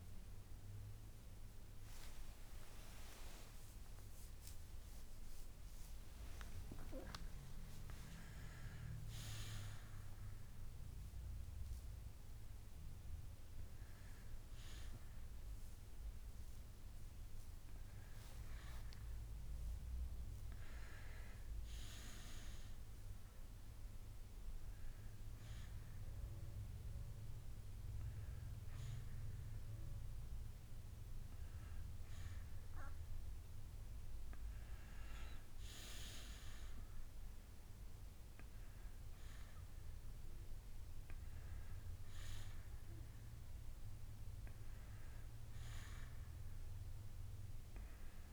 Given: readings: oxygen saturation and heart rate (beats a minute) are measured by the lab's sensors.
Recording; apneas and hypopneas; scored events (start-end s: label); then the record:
breathing in sleep by a room microphone; none
11.50-15.50 s: bradycardia (device-marked, heart rate 70 before, 50 extreme)
20.50-35.50 s: oxygen desaturation (device-marked, oxygen 96% before, 93% lowest, heart rate 73 before, 49 extreme)
27.50-34.50 s: bradycardia (device-marked, heart rate 70 before, 56 extreme)
42.50-48.33 s: new sleep stage, N2 (light sleep)
43.50-47.50 s: arousal
From the record:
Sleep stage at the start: N1 (lightest sleep); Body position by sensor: on the back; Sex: male